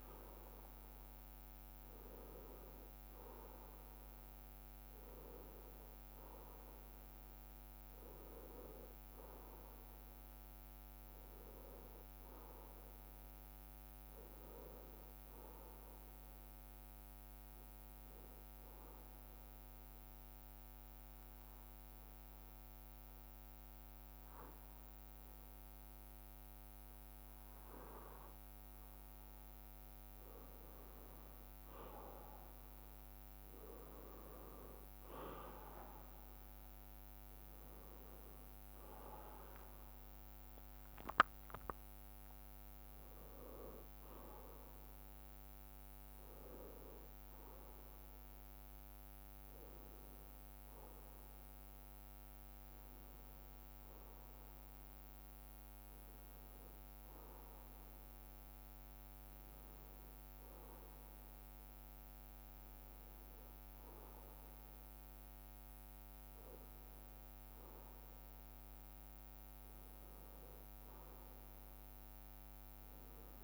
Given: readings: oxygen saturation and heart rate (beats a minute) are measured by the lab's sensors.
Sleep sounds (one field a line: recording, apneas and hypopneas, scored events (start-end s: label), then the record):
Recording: breathing in sleep by a microphone on the trachea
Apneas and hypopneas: 1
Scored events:
0.00-30.50 s: bradycardia (device-marked, heart rate 54 extreme)
19.00-29.50 s: obstructive apnea (oxygen 95% before, 92% lowest, heart rate 58 before, 57 extreme, up 5 after)
36.00-41.00 s: arousal
39.50-41.50 s: bradycardia (device-marked, heart rate 60 before, 60 extreme)
45.50-51.50 s: bradycardia (device-marked, heart rate 60 before, 59 extreme)
64.50-66.50 s: bradycardia (device-marked, heart rate 60 before, 60 extreme)
From the record:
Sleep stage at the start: N1 (lightest sleep)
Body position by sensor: on the left side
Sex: male